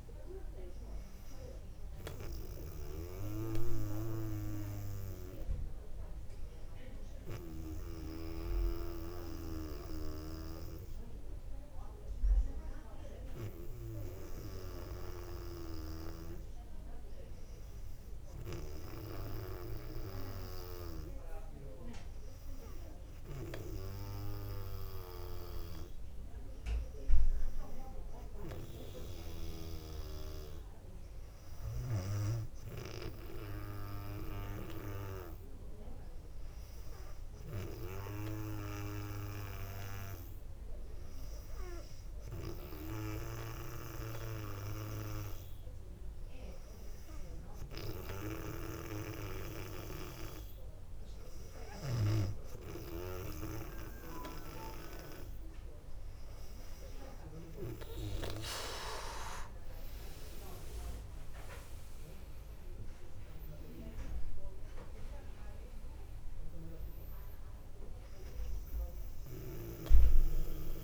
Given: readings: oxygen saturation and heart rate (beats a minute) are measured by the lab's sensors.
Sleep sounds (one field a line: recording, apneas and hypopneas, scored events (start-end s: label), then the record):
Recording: breathing in sleep by a room microphone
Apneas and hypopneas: 1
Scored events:
5.50-56.50 s: hypopnea (oxygen 97% before, 97% lowest, heart rate 62 before, 60 extreme, up 5 after)
60.50-65.00 s: arousal
From the record:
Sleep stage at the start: N2 (light sleep)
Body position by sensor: on the back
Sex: female